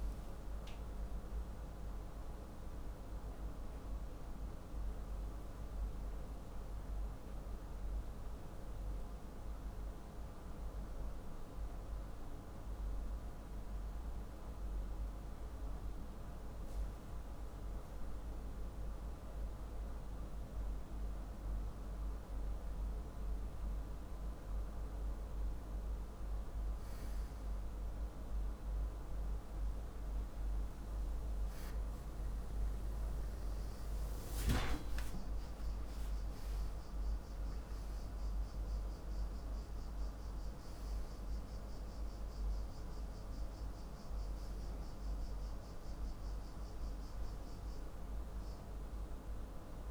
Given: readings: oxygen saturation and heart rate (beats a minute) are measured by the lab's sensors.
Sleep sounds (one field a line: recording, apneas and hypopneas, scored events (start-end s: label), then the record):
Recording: breathing in sleep, hard to hear, by a room microphone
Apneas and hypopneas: 1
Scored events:
0.00-7.50 s: oxygen desaturation (device-marked, oxygen 93% lowest, heart rate 49 extreme)
6.50-22.50 s: hypopnea (oxygen 96% before, 94% lowest, heart rate 105 before, 49 extreme, up 19 after)
24.50-27.50 s: arousal
From the record:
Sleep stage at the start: N2 (light sleep)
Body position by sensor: on the back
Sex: male